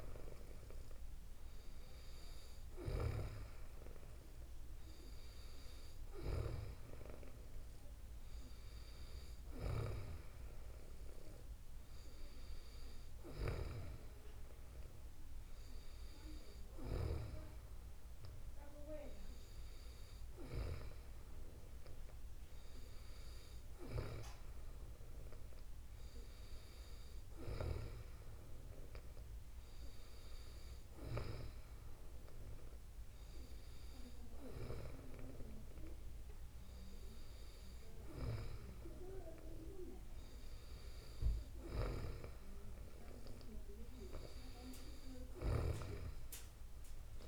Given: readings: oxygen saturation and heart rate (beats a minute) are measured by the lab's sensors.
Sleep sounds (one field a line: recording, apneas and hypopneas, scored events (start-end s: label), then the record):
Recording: breathing in sleep by a room microphone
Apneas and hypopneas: none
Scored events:
none scored
From the record:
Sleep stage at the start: N2 (light sleep)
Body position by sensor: on the back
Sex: female